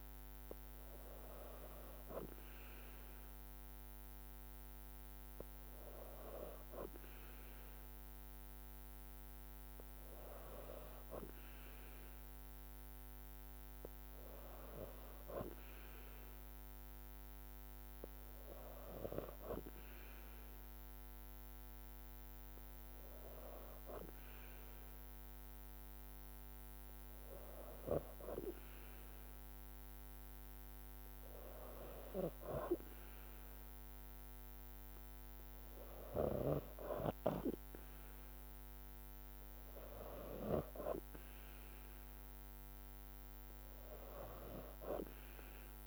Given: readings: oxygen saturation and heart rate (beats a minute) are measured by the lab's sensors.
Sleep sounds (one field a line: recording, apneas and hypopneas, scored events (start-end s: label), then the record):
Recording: breathing in sleep by a microphone on the trachea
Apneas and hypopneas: none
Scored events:
none scored
From the record:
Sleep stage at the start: N2 (light sleep)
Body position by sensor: on the back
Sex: female